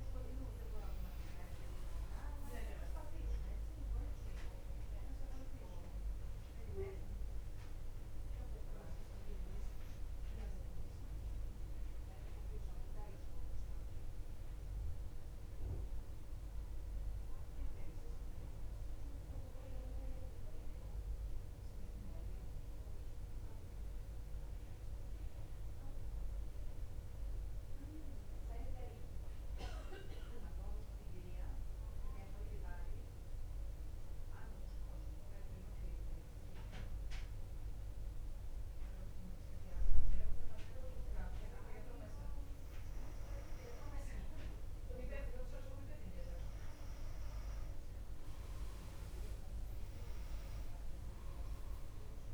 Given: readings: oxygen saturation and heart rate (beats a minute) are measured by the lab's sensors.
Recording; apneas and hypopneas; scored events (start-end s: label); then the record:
a person partly awake in a sleep study, by a room microphone; 1
0.00-1.50 s: drop in pulse transit time (device-marked, heart rate 64 extreme)
21.50-52.34 s: new sleep stage, N2 (light sleep)
32.00-42.00 s: hypopnea (oxygen 100% before, 94% lowest, heart rate 61 before, 59 extreme, up 4 after)
49.50-52.34 s: drop in pulse transit time (device-marked, heart rate 60 before, 63 extreme)
From the record:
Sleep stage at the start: awake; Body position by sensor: on the back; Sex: female